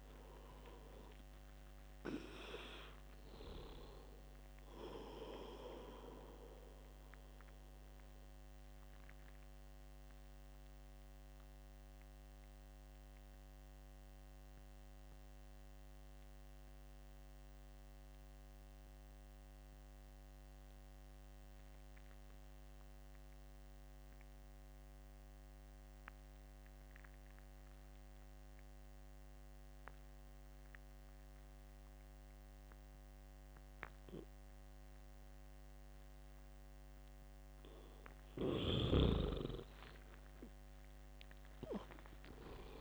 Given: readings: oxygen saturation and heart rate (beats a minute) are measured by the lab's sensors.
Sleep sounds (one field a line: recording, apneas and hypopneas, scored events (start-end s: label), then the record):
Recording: breathing in sleep by a microphone on the trachea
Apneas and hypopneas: 1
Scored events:
0.00-9.00 s: oxygen desaturation (device-marked, oxygen 93% lowest, heart rate 64 extreme)
8.00-38.50 s: obstructive apnea (oxygen 99% before, 85% lowest, heart rate 80 before, 64 extreme, up 10 after)
11.00-24.00 s: oxygen desaturation (device-marked, oxygen 95% before, 90% lowest, heart rate 80 before, 64 extreme)
40.00-42.81 s: oxygen desaturation (device-marked, oxygen 98% before, 90% lowest, heart rate 70 before, 64 extreme)
40.50-42.81 s: arousal
From the record:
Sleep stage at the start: N2 (light sleep)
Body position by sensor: on the back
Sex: male